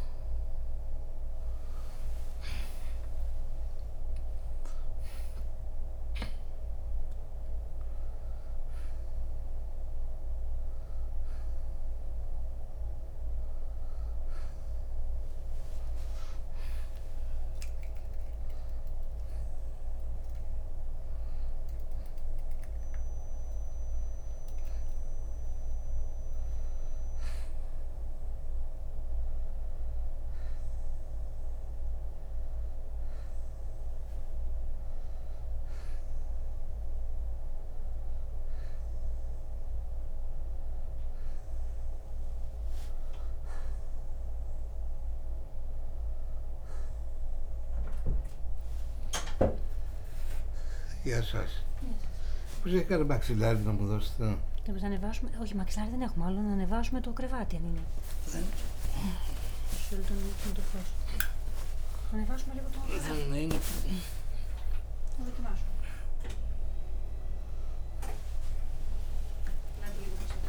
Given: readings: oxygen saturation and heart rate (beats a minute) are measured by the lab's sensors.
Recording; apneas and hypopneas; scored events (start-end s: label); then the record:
a person awake in a sleep study, by a room microphone; none
none scored
From the record:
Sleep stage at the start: awake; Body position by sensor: on the right side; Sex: male